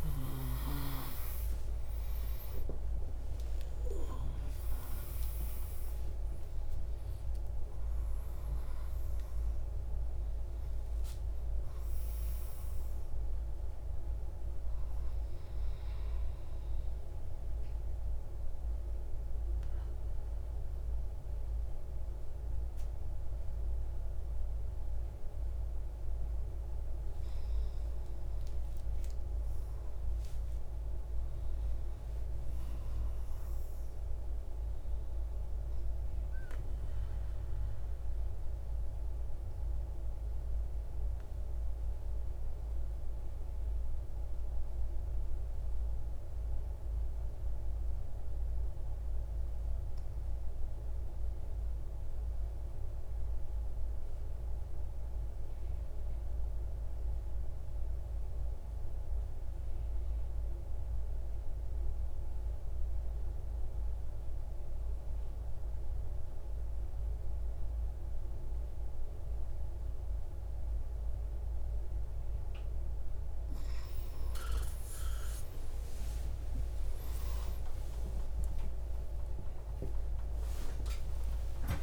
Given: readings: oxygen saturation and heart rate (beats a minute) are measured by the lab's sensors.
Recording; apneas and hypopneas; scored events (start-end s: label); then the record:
a person partly awake in a sleep study, hard to hear, by a room microphone; 2
15.00-81.83 s: new sleep stage, N2 (light sleep)
15.50-27.00 s: central apnea (oxygen 95% before, 92% lowest)
29.50-33.50 s: arousal
37.00-73.00 s: mixed apnea (oxygen 99% before, 90% lowest)
68.00-81.83 s: oxygen desaturation (device-marked, oxygen 98% before, 90% lowest)
75.50-81.83 s: arousal
From the record:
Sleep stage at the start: awake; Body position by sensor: on the right side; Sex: male